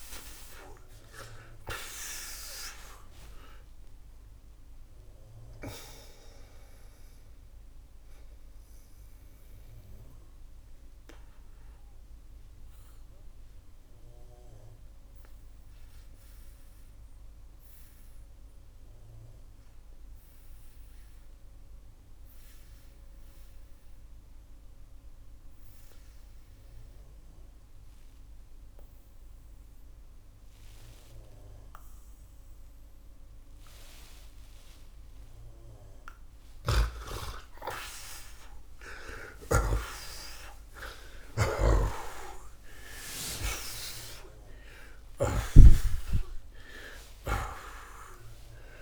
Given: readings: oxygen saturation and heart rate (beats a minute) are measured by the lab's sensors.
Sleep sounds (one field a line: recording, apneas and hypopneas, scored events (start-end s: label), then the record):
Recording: breathing in sleep by a room microphone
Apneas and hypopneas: 1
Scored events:
2.50-34.50 s: oxygen desaturation (device-marked, oxygen 93% before, 78% lowest, heart rate 111 before, 54 extreme)
8.50-35.00 s: obstructive apnea (oxygen 93% before, 78% lowest, heart rate 120 before, 54 extreme)
36.00-45.50 s: snoring (device-marked)
37.00-42.00 s: arousal
From the record:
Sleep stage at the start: N2 (light sleep)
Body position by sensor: on the back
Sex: male